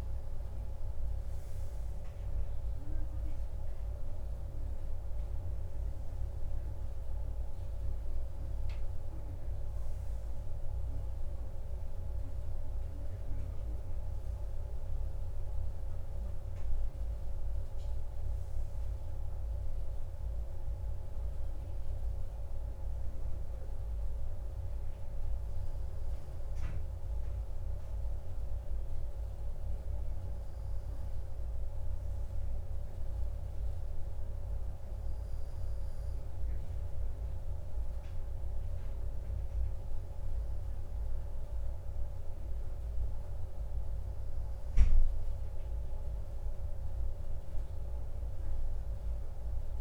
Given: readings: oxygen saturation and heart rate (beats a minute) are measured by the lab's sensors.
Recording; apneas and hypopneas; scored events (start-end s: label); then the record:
breathing in sleep, hard to hear, by a room microphone; none
none scored
From the record:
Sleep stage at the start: N1 (lightest sleep); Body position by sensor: on the right side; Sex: male